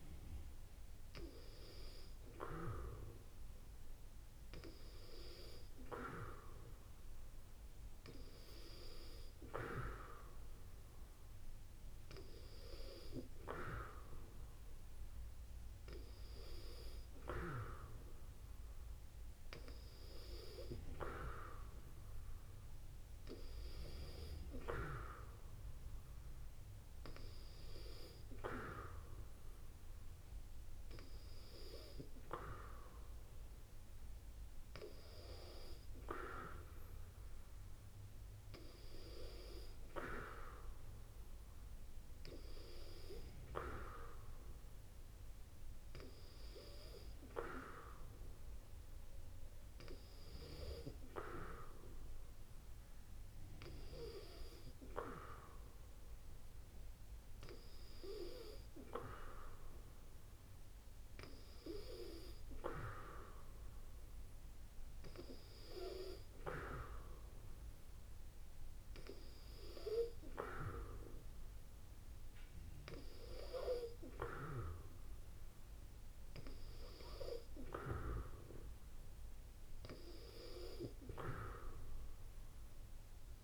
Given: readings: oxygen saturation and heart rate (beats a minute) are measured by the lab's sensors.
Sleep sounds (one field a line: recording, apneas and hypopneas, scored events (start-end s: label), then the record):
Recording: breathing in sleep by a room microphone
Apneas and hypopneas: none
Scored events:
none scored
From the record:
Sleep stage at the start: N2 (light sleep)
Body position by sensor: on the back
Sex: female